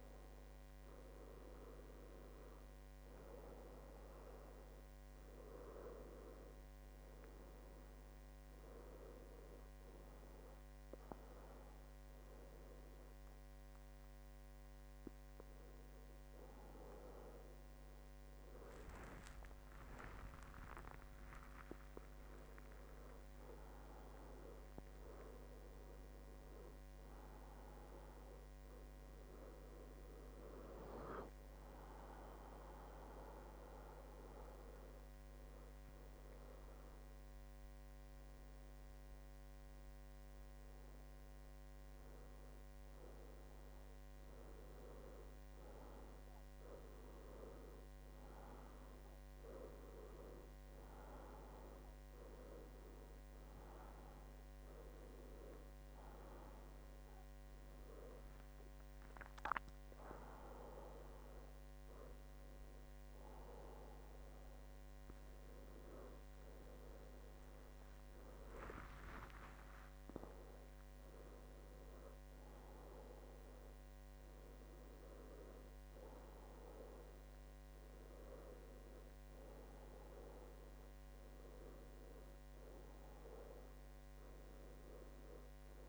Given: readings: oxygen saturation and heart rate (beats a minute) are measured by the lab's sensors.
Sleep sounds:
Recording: breathing in sleep by a microphone on the trachea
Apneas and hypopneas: 1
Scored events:
19.00-22.00 s: arousal
33.00-44.50 s: hypopnea (oxygen 97% before, 95% lowest, heart rate 82 before, 76 extreme, up 4 after)
37.00-39.00 s: long interval between heartbeats (device-marked, heart rate 82 before, 90 extreme)
48.50-52.50 s: arousal
From the record:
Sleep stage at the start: N1 (lightest sleep)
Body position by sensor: on the back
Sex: male

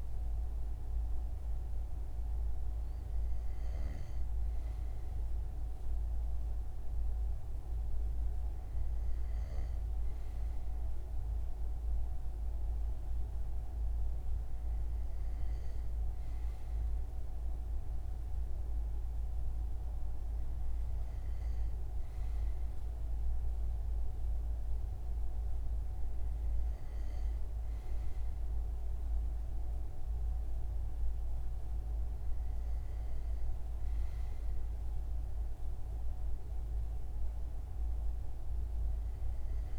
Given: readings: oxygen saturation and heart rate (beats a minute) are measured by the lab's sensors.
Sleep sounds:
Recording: breathing in sleep, hard to hear, by a room microphone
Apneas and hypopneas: none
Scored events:
none scored
From the record:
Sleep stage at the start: N2 (light sleep)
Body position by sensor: on the front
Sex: male

